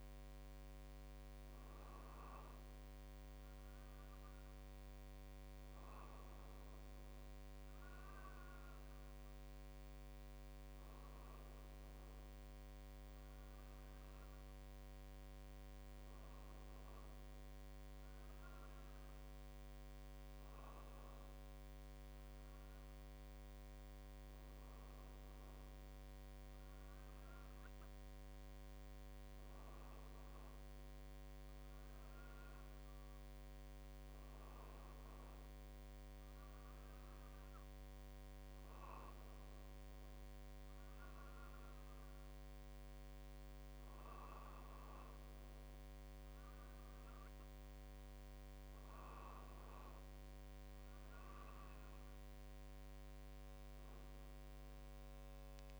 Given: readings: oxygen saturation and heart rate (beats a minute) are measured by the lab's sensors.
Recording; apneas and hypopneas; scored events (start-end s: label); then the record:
breathing in sleep, hard to hear, by a microphone on the trachea; none
none scored
From the record:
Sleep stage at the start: N1 (lightest sleep); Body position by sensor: on the right side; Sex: male